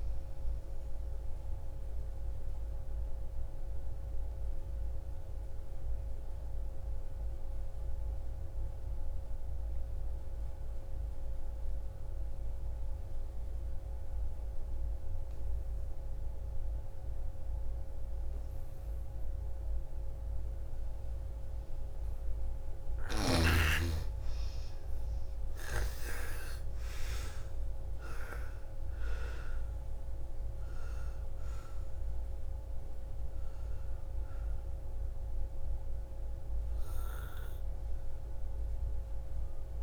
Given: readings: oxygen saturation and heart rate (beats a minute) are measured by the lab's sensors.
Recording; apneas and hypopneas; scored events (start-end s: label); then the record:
breathing in sleep by a room microphone; 1
0.00-9.50 s: oxygen desaturation (device-marked, oxygen 86% lowest, heart rate 55 extreme)
3.50-21.00 s: obstructive apnea (oxygen 99% before, 82% lowest, heart rate 65 before, 55 extreme, up 14 after)
20.50-39.83 s: oxygen desaturation (device-marked, oxygen 98% before, 83% lowest, heart rate 59 before, 53 extreme)
23.00-27.00 s: arousal
From the record:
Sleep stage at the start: N2 (light sleep); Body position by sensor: on the right side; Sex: female